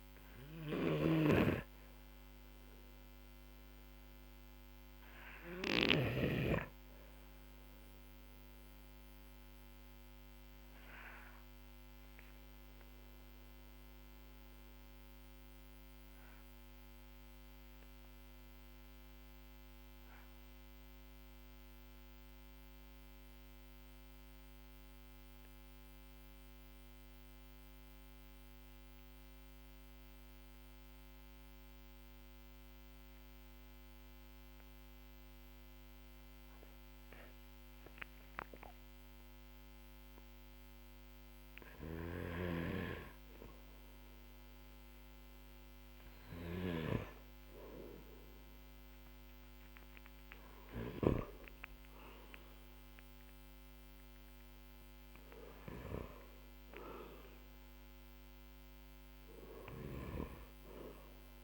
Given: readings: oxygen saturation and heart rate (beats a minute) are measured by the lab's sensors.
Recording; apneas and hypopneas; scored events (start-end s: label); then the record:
breathing in sleep by a microphone on the trachea; 1
3.00-33.00 s: oxygen desaturation (device-marked, oxygen 99% before, 93% lowest, heart rate 51 before, 43 extreme)
8.00-39.00 s: obstructive apnea (oxygen 99% before, 93% lowest, heart rate 49 before, 39 extreme, up 8 after)
42.50-49.00 s: arousal
From the record:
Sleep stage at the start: N2 (light sleep); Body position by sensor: on the back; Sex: male